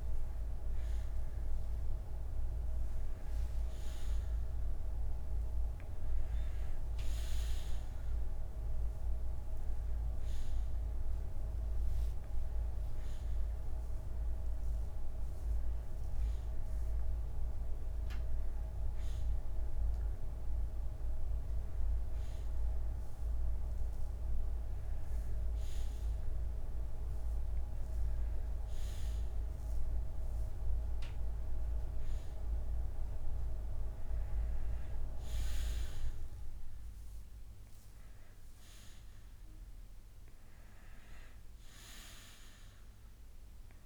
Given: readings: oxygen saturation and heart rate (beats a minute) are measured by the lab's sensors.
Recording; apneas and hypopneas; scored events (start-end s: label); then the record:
breathing in sleep by a room microphone; none
0.00-17.50 s: oxygen desaturation (device-marked, oxygen 91% lowest, heart rate 62 extreme)
From the record:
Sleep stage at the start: N1 (lightest sleep); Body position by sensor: on the back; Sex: male